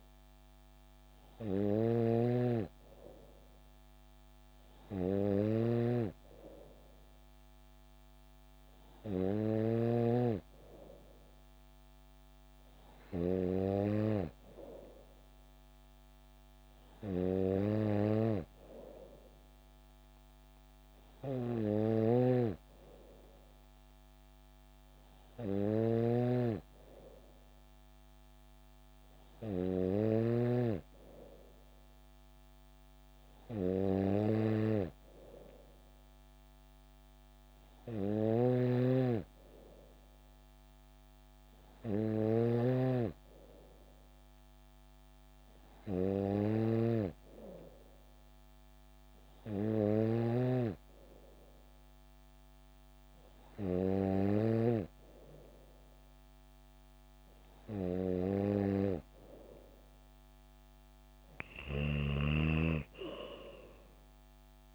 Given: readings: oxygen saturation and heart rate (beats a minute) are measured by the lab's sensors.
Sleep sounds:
breathing in sleep by a microphone on the trachea; none
0.00-10.00 s: snoring (device-marked)
22.00-30.50 s: snoring (device-marked)
38.50-50.50 s: snoring (device-marked)
43.00-46.00 s: bradycardia (device-marked, heart rate 68 before, 68 extreme)
From the record:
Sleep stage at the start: N3 (deep sleep); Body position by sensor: on the back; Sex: female

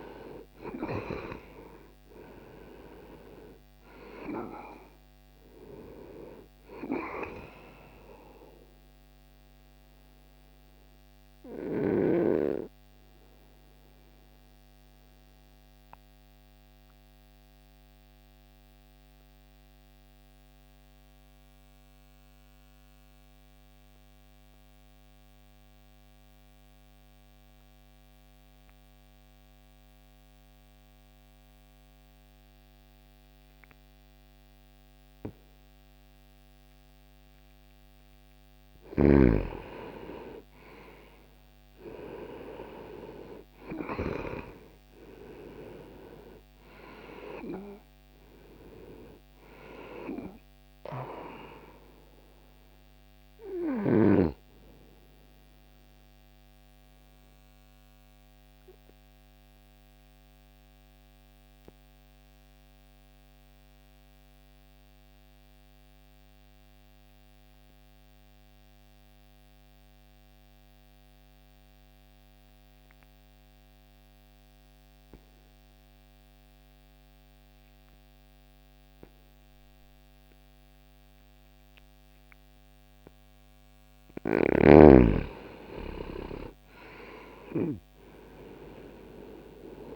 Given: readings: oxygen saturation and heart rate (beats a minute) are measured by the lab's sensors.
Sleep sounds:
breathing in sleep by a microphone on the trachea; 2
0.00-31.00 s: oxygen desaturation (device-marked, oxygen 80% lowest)
9.00-37.00 s: obstructive apnea (oxygen 99% before, 80% lowest)
37.00-42.50 s: arousal
40.00-75.00 s: oxygen desaturation (device-marked, oxygen 98% before, 83% lowest)
55.50-82.50 s: obstructive apnea (oxygen 98% before, 83% lowest)
84.50-89.50 s: arousal
85.00-89.95 s: oxygen desaturation (device-marked, oxygen 98% before, 84% lowest)
From the record:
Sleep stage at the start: N2 (light sleep); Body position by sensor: on the back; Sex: male

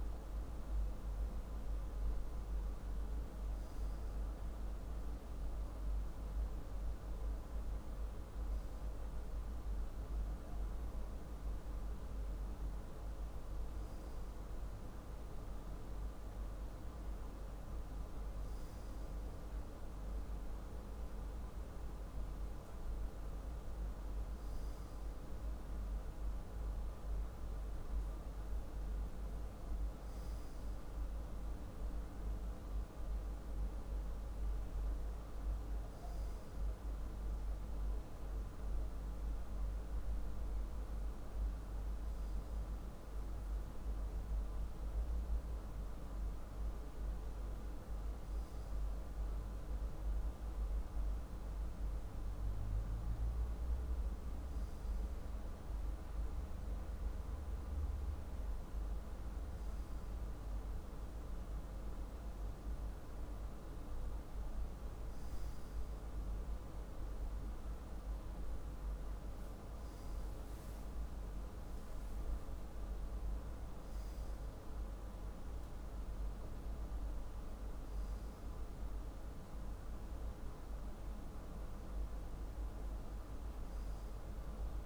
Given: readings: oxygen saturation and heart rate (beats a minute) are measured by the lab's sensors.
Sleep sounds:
breathing in sleep, hard to hear, by a room microphone; none
none scored
From the record:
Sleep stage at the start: N2 (light sleep); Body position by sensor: on the left side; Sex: male

